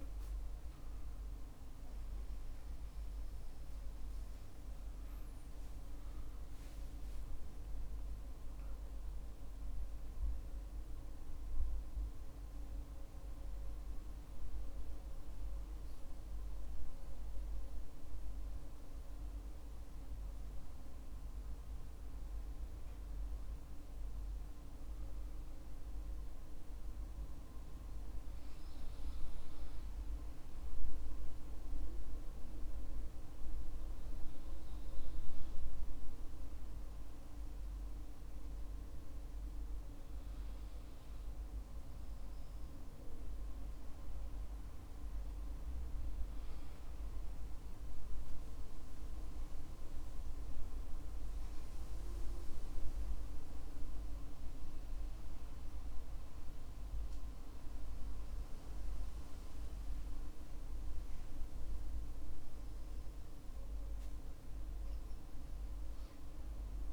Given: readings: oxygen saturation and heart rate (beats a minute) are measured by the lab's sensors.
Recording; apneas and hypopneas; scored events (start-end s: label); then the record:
breathing in sleep, hard to hear, by a room microphone; 1
0.00-12.00 s: oxygen desaturation (device-marked, oxygen 93% lowest, heart rate 54 extreme)
4.50-10.50 s: arousal
26.00-44.50 s: hypopnea (oxygen 96% before, 93% lowest, heart rate 61 before, 53 extreme, up 11 after)
47.50-51.00 s: arousal
From the record:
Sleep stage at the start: N2 (light sleep); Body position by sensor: on the back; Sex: male